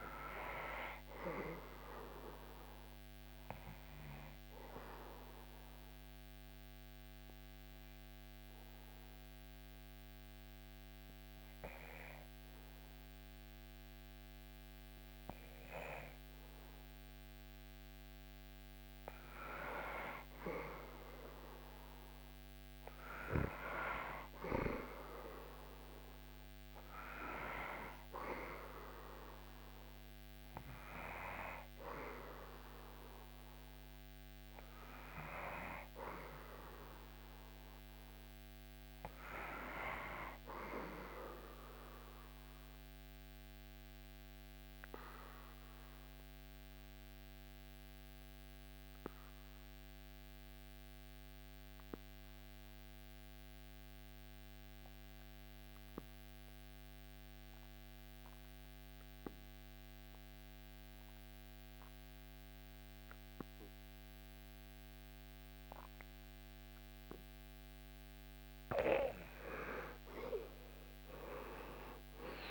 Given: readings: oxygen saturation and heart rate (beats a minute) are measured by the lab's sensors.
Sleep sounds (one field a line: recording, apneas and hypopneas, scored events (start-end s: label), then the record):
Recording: breathing in sleep by a microphone on the trachea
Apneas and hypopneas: 2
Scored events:
0.00-16.00 s: oxygen desaturation (device-marked, oxygen 90% lowest, heart rate 75 extreme)
2.00-17.50 s: obstructive apnea (oxygen 96% before, 90% lowest, heart rate 78 before, 75 extreme, up 6 after)
20.00-23.50 s: arousal
33.00-72.50 s: new sleep stage, REM sleep
41.00-67.50 s: obstructive apnea (oxygen 99% before, 84% lowest, heart rate 78 before, 65 extreme, up 18 after)
68.00-72.50 s: oxygen desaturation (device-marked, oxygen 96% before, 84% lowest, heart rate 67 before, 77 extreme)
70.50-72.50 s: arousal
From the record:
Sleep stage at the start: N2 (light sleep)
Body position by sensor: on the back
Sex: male